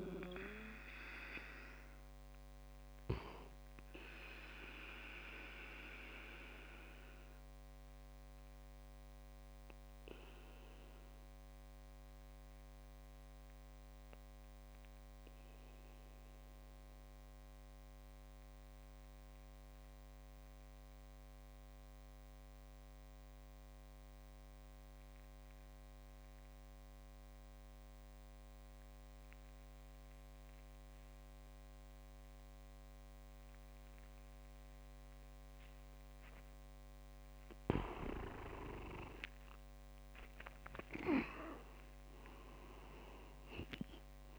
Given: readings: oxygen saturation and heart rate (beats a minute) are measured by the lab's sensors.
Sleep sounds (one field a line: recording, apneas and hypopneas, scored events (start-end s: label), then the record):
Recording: breathing in sleep by a microphone on the trachea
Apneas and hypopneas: 1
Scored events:
0.00-15.00 s: oxygen desaturation (device-marked, oxygen 89% lowest)
5.50-36.50 s: obstructive apnea (oxygen 98% before, 89% lowest)
33.00-44.39 s: oxygen desaturation (device-marked, oxygen 97% before, 89% lowest)
36.00-39.50 s: leg movement (device-marked)
38.50-43.00 s: arousal
39.50-44.39 s: leg movement (device-marked)
From the record:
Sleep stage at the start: N2 (light sleep)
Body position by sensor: on the back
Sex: male